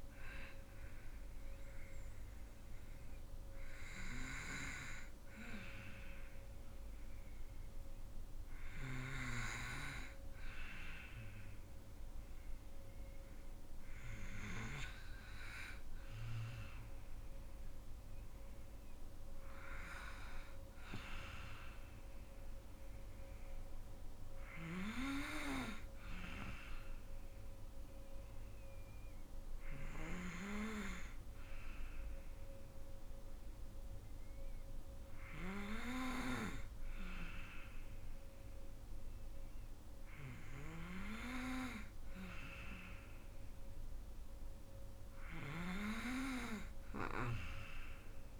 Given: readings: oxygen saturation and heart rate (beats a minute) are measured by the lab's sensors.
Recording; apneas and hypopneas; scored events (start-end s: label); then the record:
breathing in sleep by a room microphone; none
none scored
From the record:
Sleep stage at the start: N2 (light sleep); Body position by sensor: on the back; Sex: female